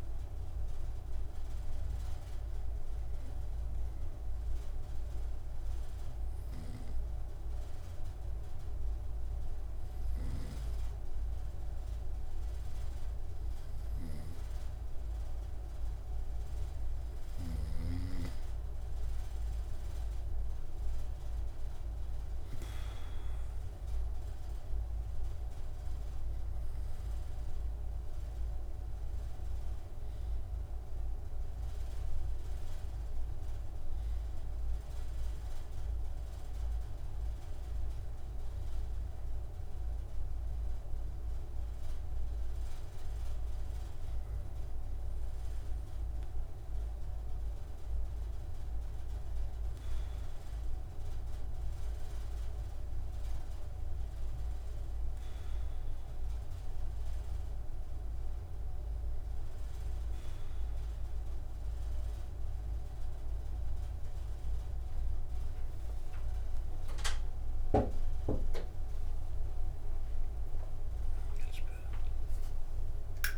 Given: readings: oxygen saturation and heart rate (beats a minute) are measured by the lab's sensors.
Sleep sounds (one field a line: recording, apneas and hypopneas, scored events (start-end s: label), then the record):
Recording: breathing in sleep, hard to hear, by a room microphone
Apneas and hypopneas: 2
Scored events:
4.50-17.50 s: mixed apnea (oxygen 97% before, 93% lowest, heart rate 74 before, 73 extreme, up 2 after)
20.00-24.00 s: arousal
24.00-43.00 s: oxygen desaturation (device-marked, oxygen 97% before, 93% lowest, heart rate 75 before, 71 extreme)
50.50-64.00 s: hypopnea (oxygen 98% before, 95% lowest, heart rate 76 before, 71 extreme, up 10 after)
From the record:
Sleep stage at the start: N2 (light sleep)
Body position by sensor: on the right side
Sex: male